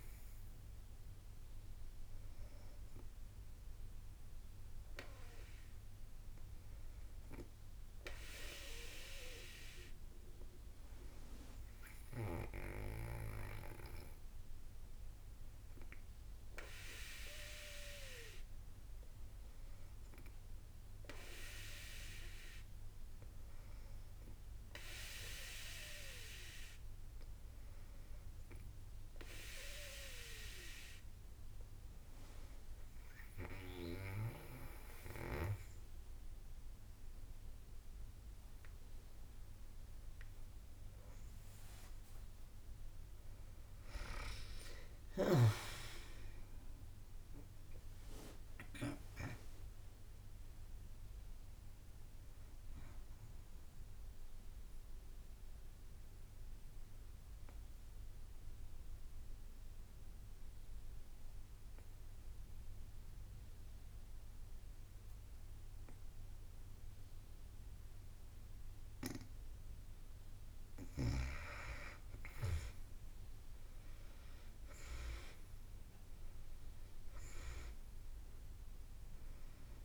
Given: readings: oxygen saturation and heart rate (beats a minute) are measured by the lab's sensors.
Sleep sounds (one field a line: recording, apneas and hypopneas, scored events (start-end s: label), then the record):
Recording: breathing in sleep by a room microphone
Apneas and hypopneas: 2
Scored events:
0.00-1.00 s: arousal
0.00-21.00 s: drop in pulse transit time (device-marked, heart rate 54 extreme)
17.50-32.50 s: hypopnea (oxygen 94% before, 86% lowest, heart rate 64 before, 55 extreme, up 4 after)
38.00-60.00 s: drop in pulse transit time (device-marked, heart rate 56 before, 55 extreme)
46.00-51.00 s: arousal
55.50-70.50 s: obstructive apnea (oxygen 95% before, 86% lowest, heart rate 59 before, 55 extreme, up 5 after)
73.00-77.50 s: arousal
75.00-79.85 s: oxygen desaturation (device-marked, oxygen 99% before, 86% lowest, heart rate 56 before, 55 extreme)
76.00-79.85 s: drop in pulse transit time (device-marked, heart rate 56 before, 58 extreme)
From the record:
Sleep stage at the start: N2 (light sleep)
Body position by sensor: on the back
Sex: female